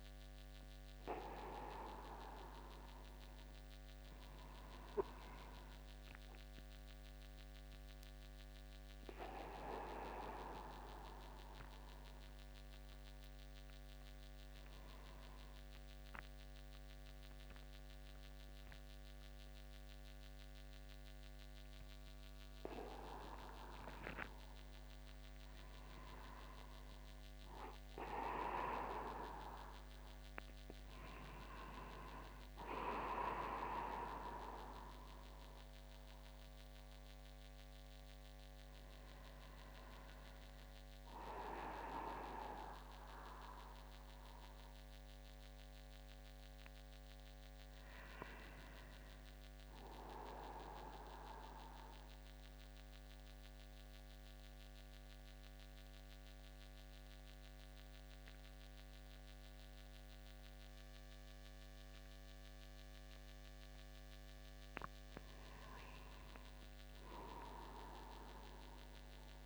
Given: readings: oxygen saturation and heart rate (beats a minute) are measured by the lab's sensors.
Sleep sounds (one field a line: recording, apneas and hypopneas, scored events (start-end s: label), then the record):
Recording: a person awake in a sleep study, by a microphone on the trachea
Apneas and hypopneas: 1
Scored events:
25.50-27.50 s: long interval between heartbeats (device-marked, heart rate 51 before, 67 extreme)
31.50-33.50 s: long interval between heartbeats (device-marked, heart rate 59 before, 93 extreme)
40.50-69.46 s: new sleep stage, N2 (light sleep)
52.00-64.50 s: central apnea (oxygen 98% before, 94% lowest, heart rate 63 before, 50 extreme, up 1 after)
66.50-69.46 s: arousal
From the record:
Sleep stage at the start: awake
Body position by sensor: upright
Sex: male